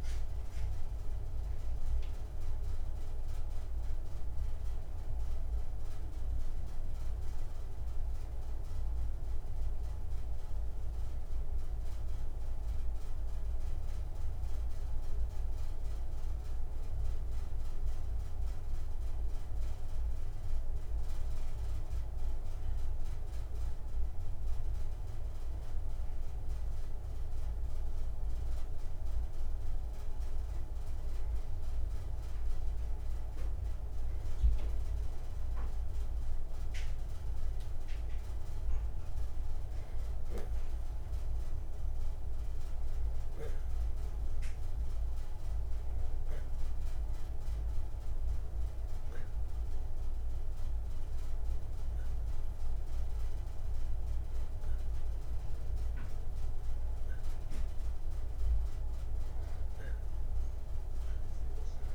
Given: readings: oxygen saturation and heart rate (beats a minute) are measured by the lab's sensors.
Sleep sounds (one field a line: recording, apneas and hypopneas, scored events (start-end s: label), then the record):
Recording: breathing in sleep, hard to hear, by a room microphone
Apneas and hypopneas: none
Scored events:
19.50-30.50 s: oxygen desaturation (device-marked, oxygen 92% before, 88% lowest, heart rate 64 before, 45 extreme)
From the record:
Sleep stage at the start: N2 (light sleep)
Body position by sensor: on the back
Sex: male